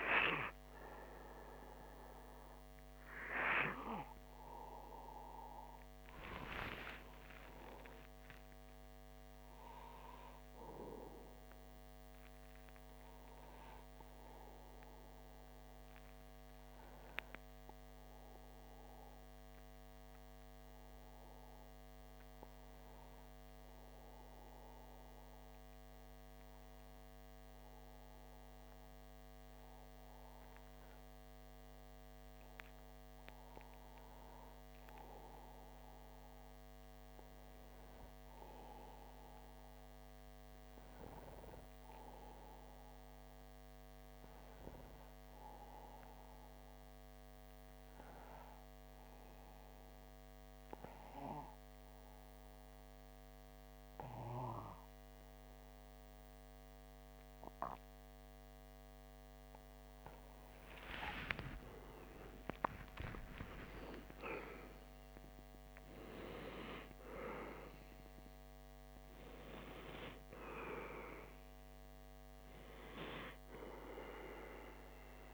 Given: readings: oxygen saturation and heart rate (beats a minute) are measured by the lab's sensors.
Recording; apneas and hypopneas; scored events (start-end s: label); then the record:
breathing in sleep by a microphone on the trachea; 2
6.00-9.50 s: arousal
23.00-33.50 s: obstructive apnea (oxygen 97% before, 93% lowest, heart rate 60 before, 58 extreme, up 2 after)
36.50-40.00 s: arousal
45.50-60.50 s: obstructive apnea (oxygen 97% before, 93% lowest, heart rate 59 before, 59 extreme, up 4 after)
61.00-65.50 s: arousal
69.00-75.34 s: oxygen desaturation (device-marked, oxygen 96% before, 93% lowest, heart rate 60 before, 58 extreme)
From the record:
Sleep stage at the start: N2 (light sleep); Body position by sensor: on the back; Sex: male